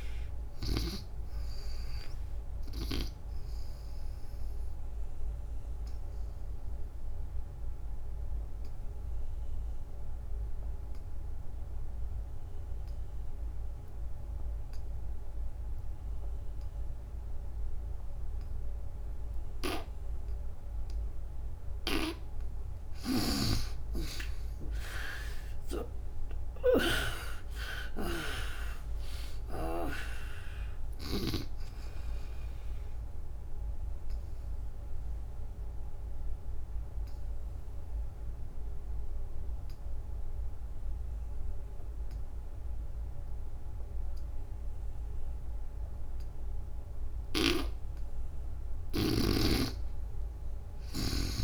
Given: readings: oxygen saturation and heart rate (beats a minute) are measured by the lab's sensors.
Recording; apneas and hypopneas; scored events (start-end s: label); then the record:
breathing in sleep by a room microphone; 2
0.00-10.50 s: oxygen desaturation (device-marked, oxygen 82% lowest, heart rate 63 extreme)
3.00-21.00 s: obstructive apnea (oxygen 97% before, 76% lowest, heart rate 75 before, 63 extreme, up 42 after)
22.50-27.00 s: arousal
25.50-51.44 s: oxygen desaturation (device-marked, oxygen 96% before, 76% lowest, heart rate 66 before, 63 extreme)
31.00-47.00 s: obstructive apnea (oxygen 96% before, 76% lowest, heart rate 74 before, 63 extreme, up 13 after)
From the record:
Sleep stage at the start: N2 (light sleep); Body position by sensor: on the back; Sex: female